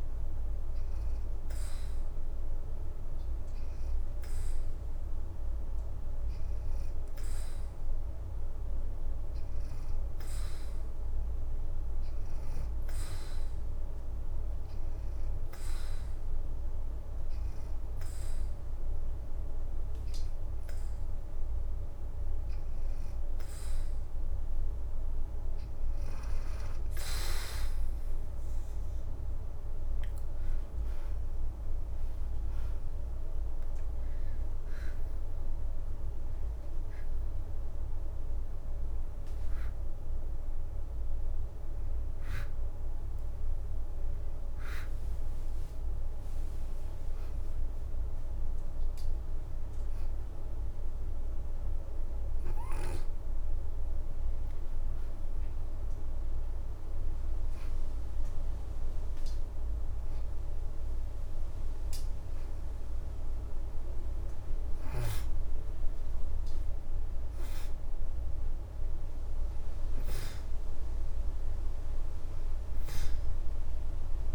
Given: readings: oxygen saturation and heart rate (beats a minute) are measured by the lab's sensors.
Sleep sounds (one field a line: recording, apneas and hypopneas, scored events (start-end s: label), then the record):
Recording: breathing in sleep, hard to hear, by a room microphone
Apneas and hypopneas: 1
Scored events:
4.00-11.00 s: oxygen desaturation (device-marked, oxygen 91% before, 87% lowest, heart rate 83 before, 82 extreme)
14.00-24.00 s: hypopnea (oxygen 91% before, 86% lowest, heart rate 83 before, 83 extreme, up 3 after)
16.00-28.00 s: oxygen desaturation (device-marked, oxygen 91% before, 88% lowest, heart rate 84 before, 83 extreme)
28.00-33.00 s: arousal
30.00-53.00 s: oxygen desaturation (device-marked, oxygen 91% before, 86% lowest, heart rate 84 before, 82 extreme)
42.50-47.50 s: leg movement (device-marked)
56.50-60.50 s: arousal
60.00-61.50 s: leg movement (device-marked)
From the record:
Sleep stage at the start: N2 (light sleep)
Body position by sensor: on the back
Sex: female